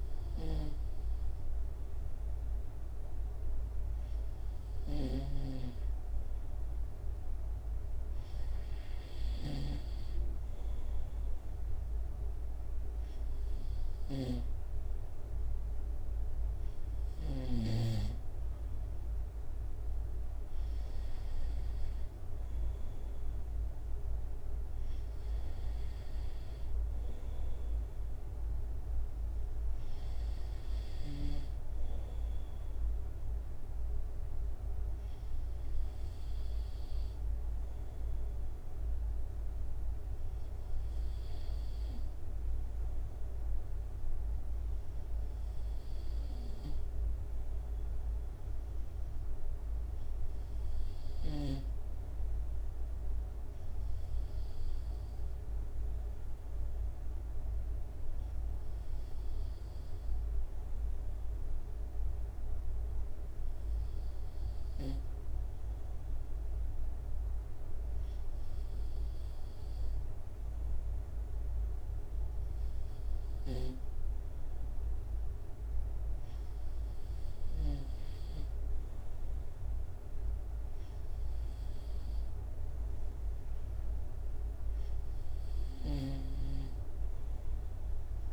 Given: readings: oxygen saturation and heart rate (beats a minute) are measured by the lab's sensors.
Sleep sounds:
breathing in sleep by a room microphone; none
3.50-27.50 s: drop in pulse transit time (device-marked, heart rate 70 before, 71 extreme)
5.00-18.00 s: snoring (device-marked)
86.00-88.33 s: snoring (device-marked)
From the record:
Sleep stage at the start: N2 (light sleep); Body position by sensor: on the right side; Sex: male

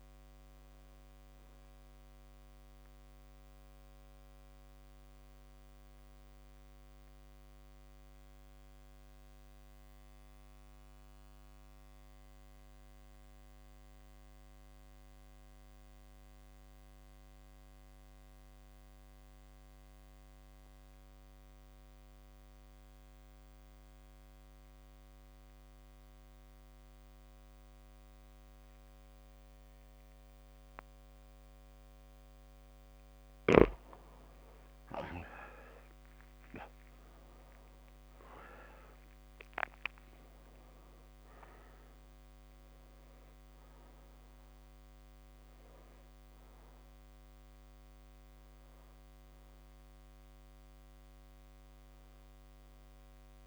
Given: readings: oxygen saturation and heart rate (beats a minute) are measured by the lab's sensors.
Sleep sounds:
breathing in sleep by a microphone on the trachea; 1
0.00-15.50 s: oxygen desaturation (device-marked, oxygen 88% lowest)
5.50-31.00 s: mixed apnea (oxygen 98% before, 90% lowest)
32.50-53.46 s: oxygen desaturation (device-marked, oxygen 99% before, 90% lowest)
34.50-40.00 s: arousal
From the record:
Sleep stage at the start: N2 (light sleep); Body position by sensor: on the back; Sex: male

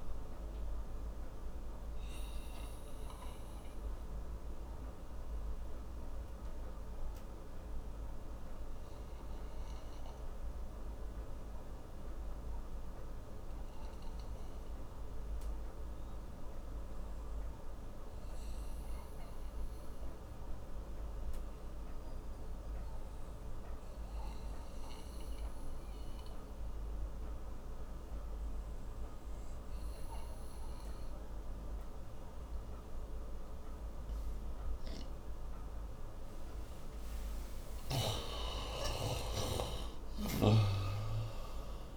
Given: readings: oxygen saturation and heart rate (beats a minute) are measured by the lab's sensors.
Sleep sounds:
breathing in sleep by a room microphone; 1
0.00-23.00 s: oxygen desaturation (device-marked, oxygen 90% lowest)
1.50-36.50 s: obstructive apnea (oxygen 97% before, 90% lowest)
38.00-41.97 s: arousal
39.00-41.97 s: oxygen desaturation (device-marked, oxygen 97% before, 90% lowest)
40.00-41.97 s: snoring (device-marked)
From the record:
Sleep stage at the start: N2 (light sleep); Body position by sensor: on the right side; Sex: male

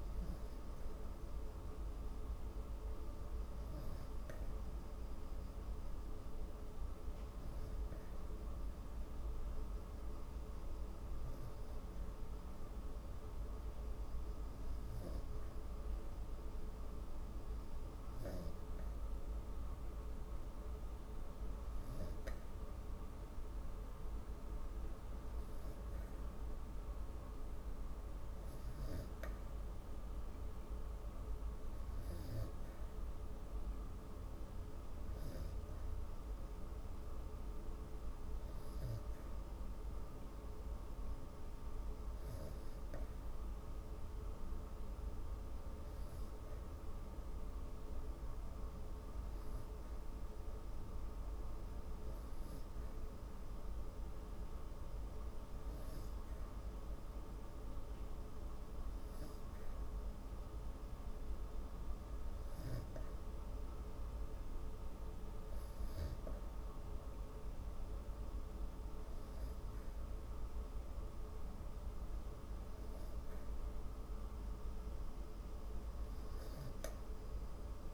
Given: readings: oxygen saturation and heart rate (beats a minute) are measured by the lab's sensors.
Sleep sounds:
breathing in sleep, hard to hear, by a room microphone; none
none scored
From the record:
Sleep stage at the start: N3 (deep sleep); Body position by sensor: on the back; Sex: female

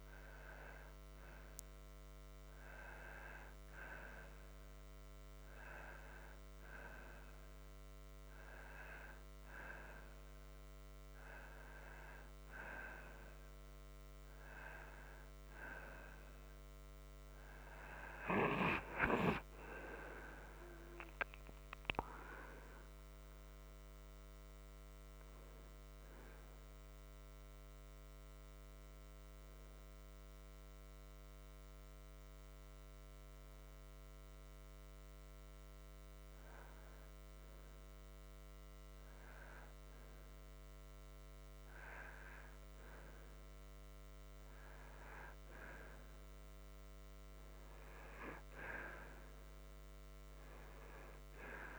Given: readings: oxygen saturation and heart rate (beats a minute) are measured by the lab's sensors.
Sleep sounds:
breathing in sleep by a microphone on the trachea; 1
21.00-25.50 s: arousal
27.50-41.00 s: hypopnea (oxygen 91% before, 88% lowest, heart rate 48 before, 44 extreme, up 12 after)
42.50-46.00 s: arousal
From the record:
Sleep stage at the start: N2 (light sleep); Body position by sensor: on the back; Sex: male

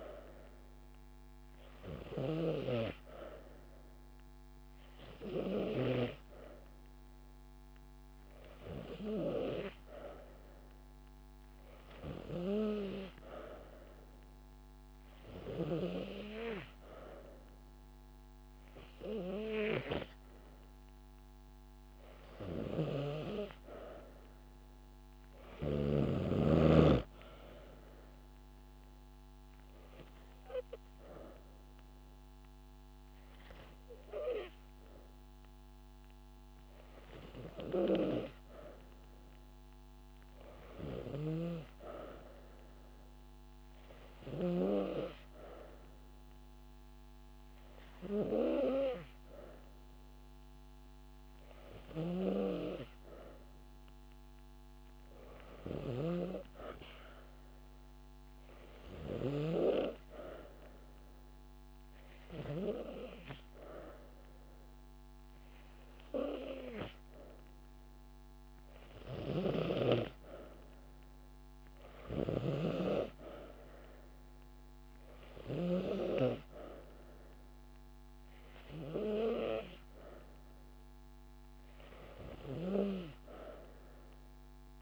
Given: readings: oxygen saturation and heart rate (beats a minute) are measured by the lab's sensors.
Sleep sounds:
breathing in sleep by a microphone on the trachea; none
3.50-5.50 s: long interval between heartbeats (device-marked)
From the record:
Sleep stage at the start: N3 (deep sleep); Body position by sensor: on the back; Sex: female

